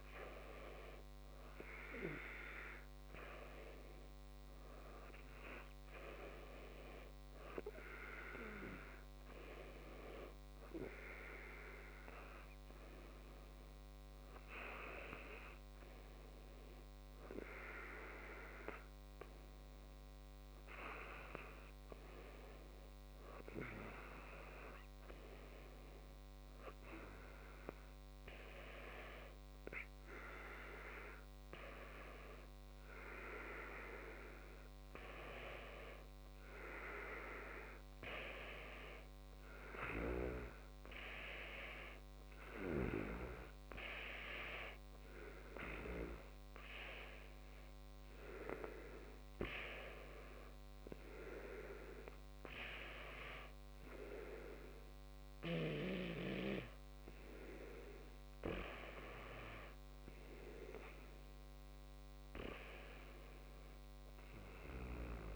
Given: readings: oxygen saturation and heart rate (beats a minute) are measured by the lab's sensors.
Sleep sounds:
breathing in sleep by a microphone on the trachea; 1
28.00-39.00 s: hypopnea (oxygen 93% before, 93% lowest, heart rate 59 before, 59 extreme, up 5 after)
41.00-44.00 s: arousal
From the record:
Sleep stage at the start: N2 (light sleep); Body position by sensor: on the back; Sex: male

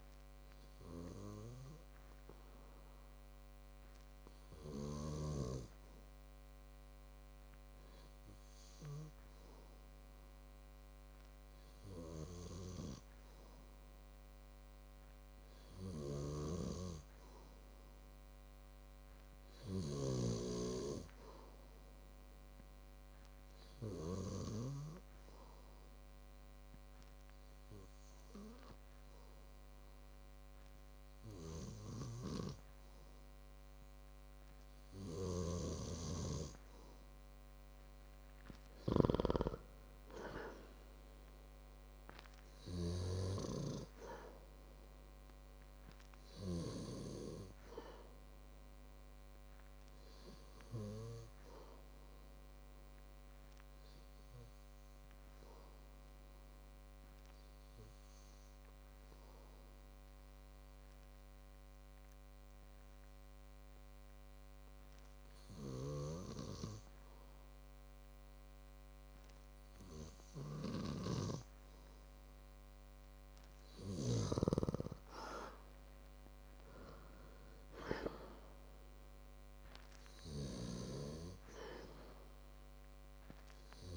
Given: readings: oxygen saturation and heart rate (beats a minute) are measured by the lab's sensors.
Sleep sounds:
breathing in sleep by a microphone on the trachea; 1
42.00-45.50 s: arousal
60.00-73.00 s: obstructive apnea (oxygen 96% before, 94% lowest, heart rate 61 before, 53 extreme, up 10 after)
71.50-75.00 s: snoring (device-marked)
77.00-80.00 s: arousal
From the record:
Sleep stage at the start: N2 (light sleep); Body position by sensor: on the back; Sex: male

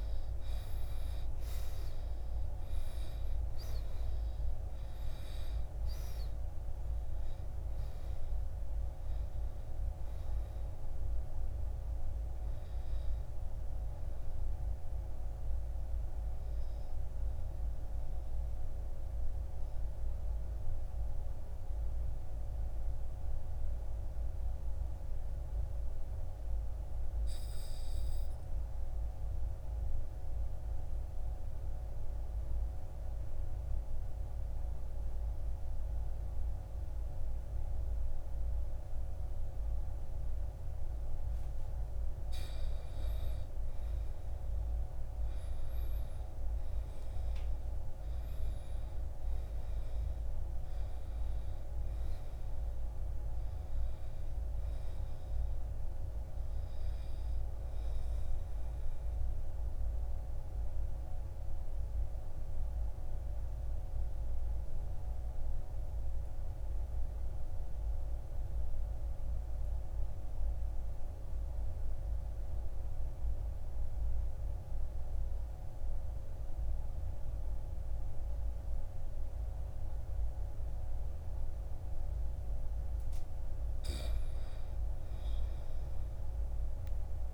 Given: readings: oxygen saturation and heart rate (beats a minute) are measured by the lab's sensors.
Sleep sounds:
breathing in sleep, hard to hear, by a room microphone; 2
0.00-24.50 s: oxygen desaturation (device-marked, oxygen 77% lowest, heart rate 54 extreme)
18.50-41.00 s: obstructive apnea (oxygen 97% before, 77% lowest, heart rate 67 before, 51 extreme, up 12 after)
43.00-47.00 s: arousal
45.50-74.50 s: oxygen desaturation (device-marked, oxygen 99% before, 88% lowest, heart rate 57 before, 49 extreme)
59.00-81.50 s: obstructive apnea (oxygen 100% before, 84% lowest, heart rate 63 before, 49 extreme, up 13 after)
83.00-85.50 s: arousal
From the record:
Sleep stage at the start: N2 (light sleep); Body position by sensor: on the back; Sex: male

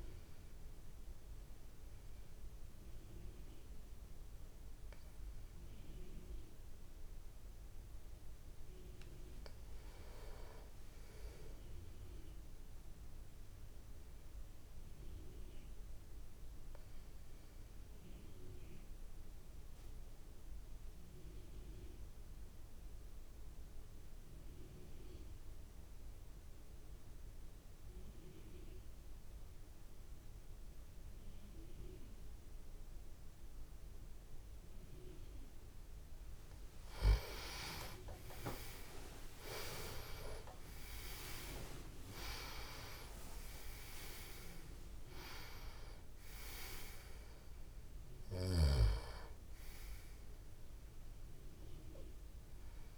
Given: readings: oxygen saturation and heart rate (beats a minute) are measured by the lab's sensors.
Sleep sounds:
breathing in sleep by a room microphone; 1
0.00-8.50 s: oxygen desaturation (device-marked, oxygen 89% lowest)
9.50-12.50 s: arousal
14.00-35.00 s: obstructive apnea (oxygen 98% before, 89% lowest)
36.50-52.98 s: oxygen desaturation (device-marked, oxygen 96% before, 89% lowest)
37.00-40.50 s: arousal
From the record:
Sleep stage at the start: N2 (light sleep); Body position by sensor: on the back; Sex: male

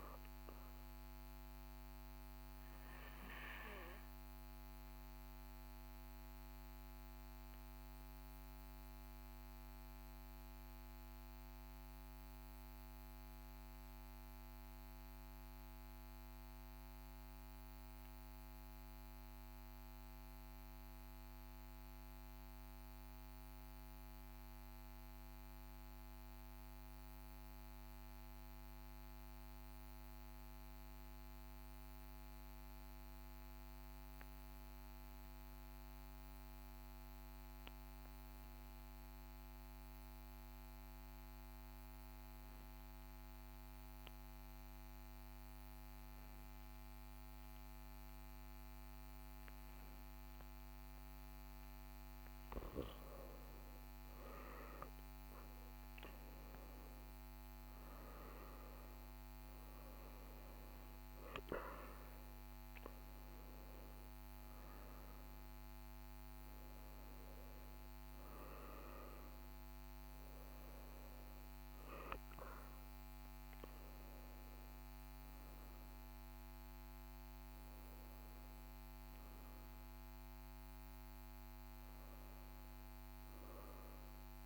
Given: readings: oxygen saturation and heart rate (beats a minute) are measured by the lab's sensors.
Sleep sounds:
breathing in sleep, hard to hear, by a microphone on the trachea; 1
0.00-7.00 s: oxygen desaturation (device-marked, oxygen 90% lowest, heart rate 41 extreme)
0.50-52.50 s: obstructive apnea (oxygen 96% before, 89% lowest, heart rate 45 before, 41 extreme, up 3 after)
38.00-84.46 s: oxygen desaturation (device-marked, oxygen 98% before, 89% lowest, heart rate 42 before, 41 extreme)
54.50-59.50 s: arousal
From the record:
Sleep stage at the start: N2 (light sleep); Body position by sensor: on the right side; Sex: male

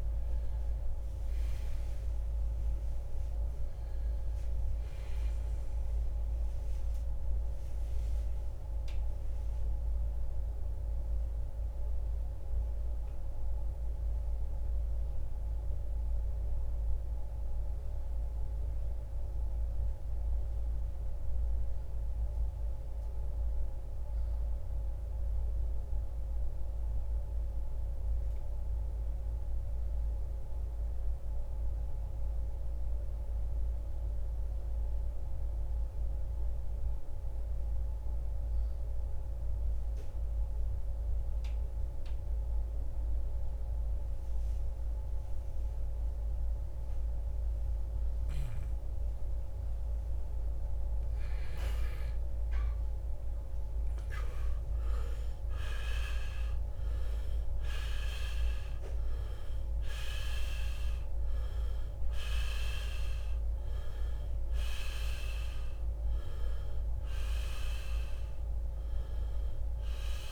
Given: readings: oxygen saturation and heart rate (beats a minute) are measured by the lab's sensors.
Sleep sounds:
breathing in sleep by a room microphone; 1
0.00-24.50 s: oxygen desaturation (device-marked, oxygen 83% lowest, heart rate 53 extreme)
8.00-51.00 s: mixed apnea (oxygen 96% before, 82% lowest, heart rate 84 before, 49 extreme, up 29 after)
44.50-70.32 s: oxygen desaturation (device-marked, oxygen 98% before, 82% lowest, heart rate 70 before, 49 extreme)
54.00-59.00 s: arousal
From the record:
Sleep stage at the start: N2 (light sleep); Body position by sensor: on the right side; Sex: male

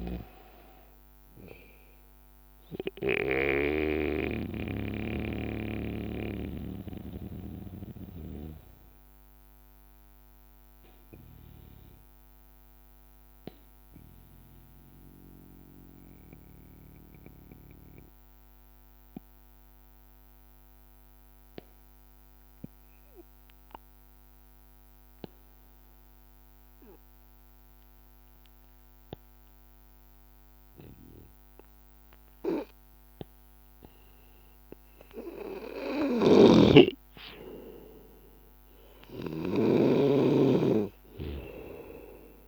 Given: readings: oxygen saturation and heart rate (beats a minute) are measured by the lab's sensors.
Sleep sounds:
breathing in sleep by a microphone on the trachea; 1
0.00-10.00 s: oxygen desaturation (device-marked, oxygen 93% lowest, heart rate 81 extreme)
4.50-37.50 s: hypopnea (oxygen 97% before, 93% lowest, heart rate 86 before, 80 extreme, up 2 after)
32.00-42.48 s: oxygen desaturation (device-marked, oxygen 99% before, 95% lowest, heart rate 82 before, 79 extreme)
From the record:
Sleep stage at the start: N2 (light sleep); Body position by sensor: on the back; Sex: male

